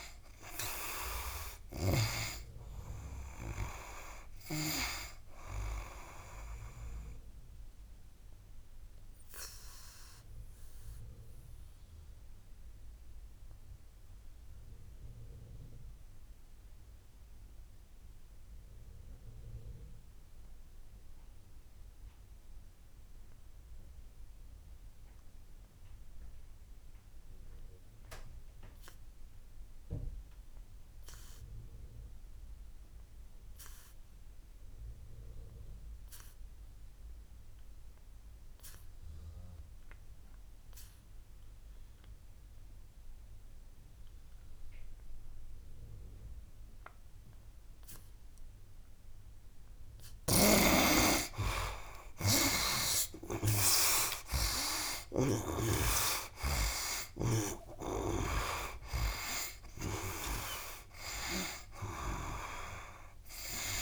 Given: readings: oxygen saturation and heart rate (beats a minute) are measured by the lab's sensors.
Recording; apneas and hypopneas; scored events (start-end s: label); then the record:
breathing in sleep by a room microphone; 1
0.00-18.00 s: oxygen desaturation (device-marked, oxygen 75% lowest, heart rate 67 extreme)
2.00-4.00 s: long interval between heartbeats (device-marked, heart rate 75 before, 99 extreme)
8.50-48.50 s: obstructive apnea (oxygen 96% before, 71% lowest, heart rate 85 before, 67 extreme, up 13 after)
31.00-63.82 s: oxygen desaturation (device-marked, oxygen 98% before, 71% lowest, heart rate 73 before, 65 extreme)
49.50-55.00 s: snoring (device-marked)
53.50-58.50 s: arousal
From the record:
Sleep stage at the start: N2 (light sleep); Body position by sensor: on the right side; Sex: male